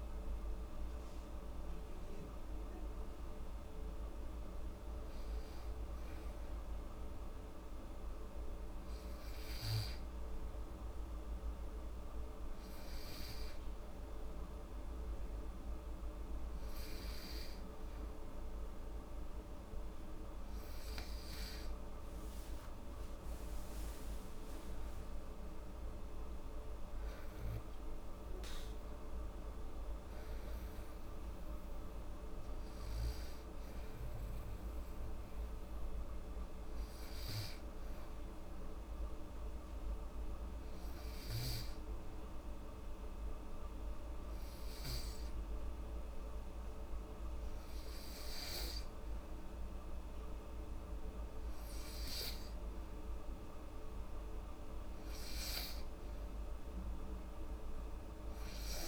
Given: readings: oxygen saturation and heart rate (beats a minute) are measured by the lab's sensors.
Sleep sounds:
breathing in sleep, hard to hear, by a room microphone; 2
6.00-20.50 s: hypopnea (oxygen 97% before, 91% lowest, heart rate 72 before, 70 extreme, up 7 after)
22.00-25.00 s: arousal
26.00-36.00 s: oxygen desaturation (device-marked, oxygen 96% before, 93% lowest, heart rate 73 before, 70 extreme)
38.00-52.50 s: obstructive apnea (oxygen 97% before, 91% lowest, heart rate 75 before, 71 extreme, up 4 after)
54.50-58.00 s: arousal
From the record:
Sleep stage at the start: N2 (light sleep); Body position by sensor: on the back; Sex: female

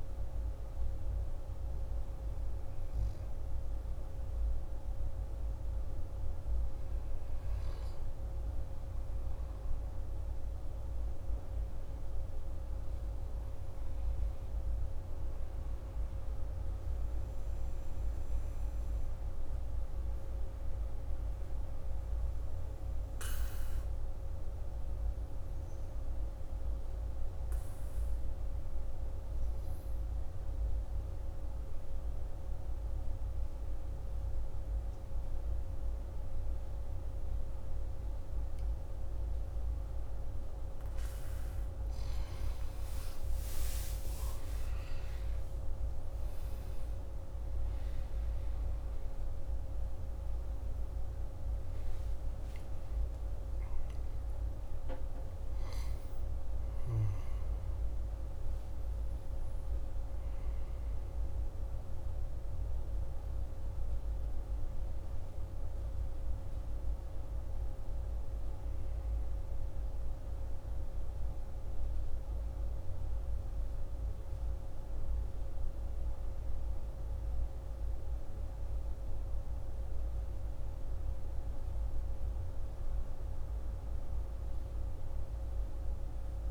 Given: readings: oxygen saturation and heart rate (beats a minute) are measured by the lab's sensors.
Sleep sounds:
a person partly awake in a sleep study, hard to hear, by a room microphone; 1
31.00-42.00 s: obstructive apnea (oxygen 98% before, 88% lowest, heart rate 53 before, 53 extreme, up 10 after)
40.00-70.00 s: oxygen desaturation (device-marked, oxygen 96% before, 88% lowest, heart rate 53 before, 58 extreme)
49.00-86.50 s: new sleep stage, awake
From the record:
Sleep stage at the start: N2 (light sleep); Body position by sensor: on the back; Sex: male

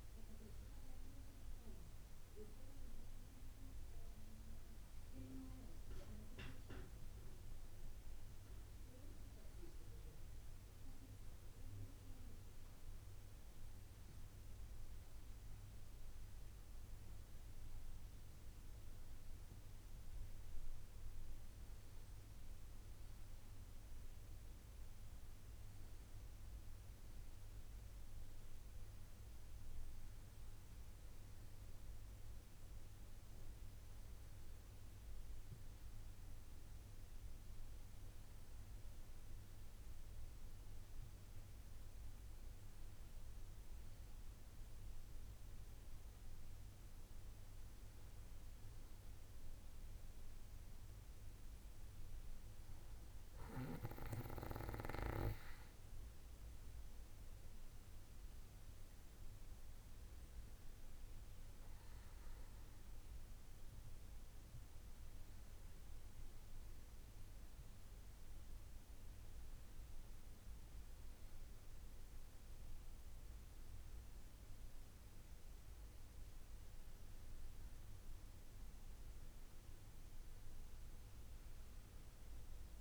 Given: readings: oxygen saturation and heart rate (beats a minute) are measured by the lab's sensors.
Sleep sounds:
breathing in sleep, hard to hear, by a room microphone; none
38.00-82.81 s: new sleep stage, N2 (light sleep)
From the record:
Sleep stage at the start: N1 (lightest sleep); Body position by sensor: on the back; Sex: male

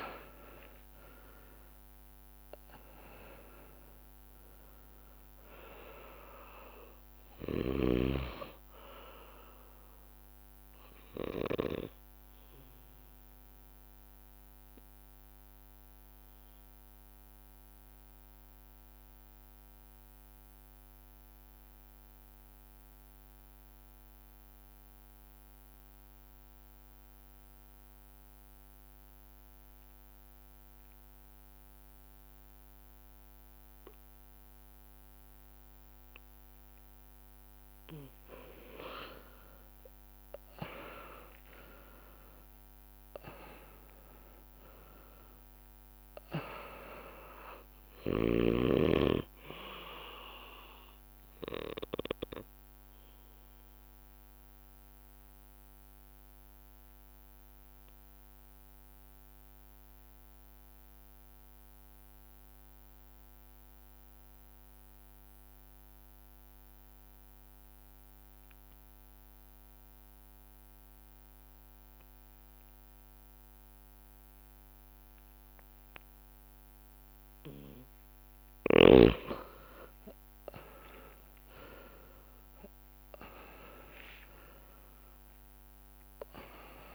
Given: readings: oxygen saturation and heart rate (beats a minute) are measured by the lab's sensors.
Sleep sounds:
breathing in sleep by a microphone on the trachea; 2
6.00-26.00 s: oxygen desaturation (device-marked, oxygen 98% before, 90% lowest)
12.50-37.50 s: obstructive apnea (oxygen 100% before, 90% lowest)
39.00-64.00 s: oxygen desaturation (device-marked, oxygen 99% before, 91% lowest)
40.00-43.50 s: arousal
40.00-64.00 s: bradycardia (device-marked)
52.50-78.00 s: obstructive apnea (oxygen 100% before, 90% lowest)
80.00-86.95 s: oxygen desaturation (device-marked, oxygen 99% before, 90% lowest)
82.00-86.95 s: arousal
82.50-84.50 s: long interval between heartbeats (device-marked)
83.00-86.95 s: bradycardia (device-marked)
From the record:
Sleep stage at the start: N2 (light sleep); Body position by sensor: on the back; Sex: male

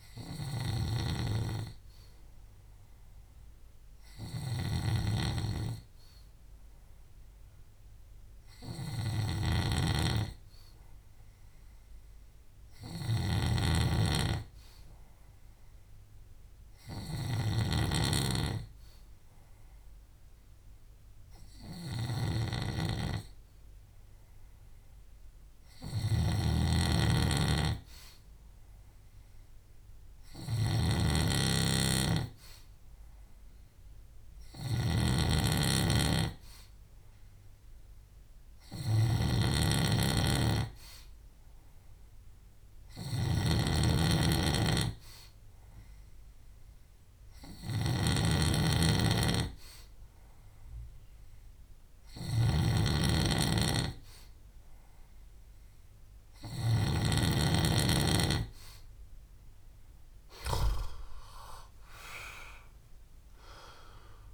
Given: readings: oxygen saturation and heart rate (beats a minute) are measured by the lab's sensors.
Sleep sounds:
breathing in sleep by a room microphone; 1
0.00-57.00 s: snoring (device-marked)
29.50-55.50 s: hypopnea (oxygen 97% before, 92% lowest, heart rate 66 before, 65 extreme, up 6 after)
39.00-58.00 s: oxygen desaturation (device-marked, oxygen 95% before, 92% lowest, heart rate 67 before, 64 extreme)
60.50-64.34 s: arousal
From the record:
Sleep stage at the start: N2 (light sleep); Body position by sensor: on the left side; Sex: male

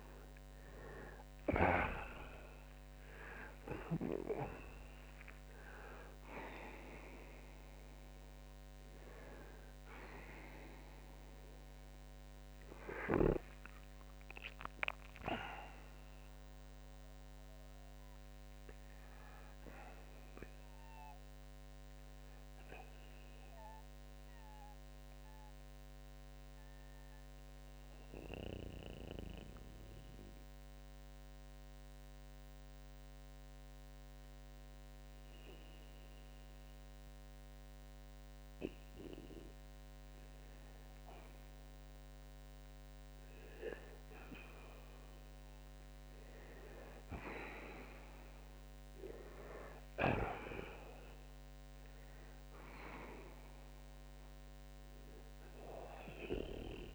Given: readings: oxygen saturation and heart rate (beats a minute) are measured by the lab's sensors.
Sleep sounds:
breathing in sleep by a microphone on the trachea; 1
0.00-4.00 s: snoring (device-marked)
0.00-9.00 s: oxygen desaturation (device-marked, oxygen 90% lowest)
11.00-37.00 s: oxygen desaturation (device-marked, oxygen 92% before, 82% lowest)
24.50-38.50 s: central apnea (oxygen 94% before, 82% lowest)
25.00-56.95 s: new sleep stage, N2 (light sleep)
42.50-46.00 s: arousal
From the record:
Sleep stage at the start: N1 (lightest sleep); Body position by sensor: on the back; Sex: male

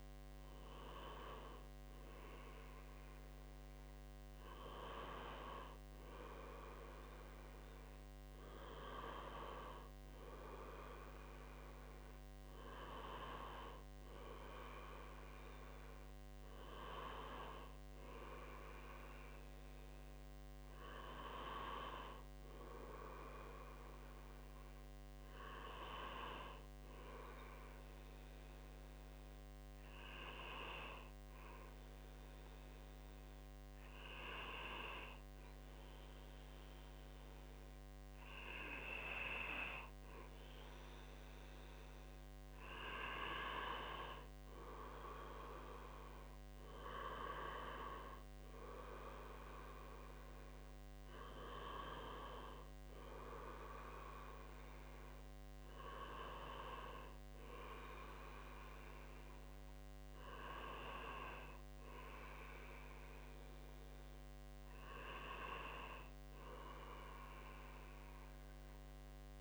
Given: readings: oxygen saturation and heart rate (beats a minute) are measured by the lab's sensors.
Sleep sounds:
breathing in sleep by a microphone on the trachea; none
none scored
From the record:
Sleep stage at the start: N2 (light sleep); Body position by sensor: on the right side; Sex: male

